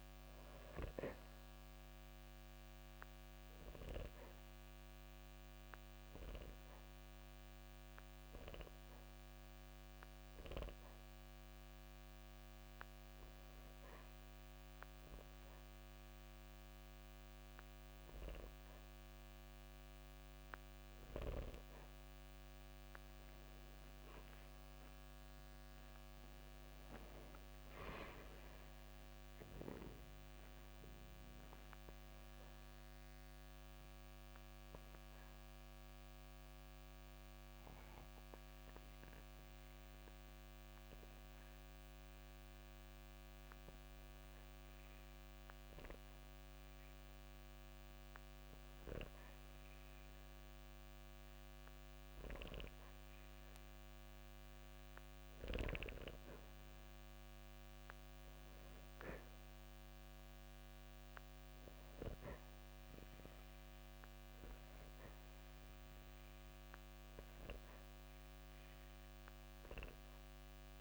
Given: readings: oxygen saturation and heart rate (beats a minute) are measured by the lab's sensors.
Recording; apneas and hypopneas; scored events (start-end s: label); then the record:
breathing in sleep by a microphone on the trachea; 2
9.50-21.50 s: hypopnea (oxygen 92% before, 90% lowest)
23.50-28.00 s: arousal
34.50-50.00 s: hypopnea (oxygen 93% before, 90% lowest)
52.00-56.00 s: arousal
56.50-70.81 s: oxygen desaturation (device-marked, oxygen 95% before, 90% lowest, heart rate 43 before, 35 extreme)
From the record:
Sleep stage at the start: N2 (light sleep); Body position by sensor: on the back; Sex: male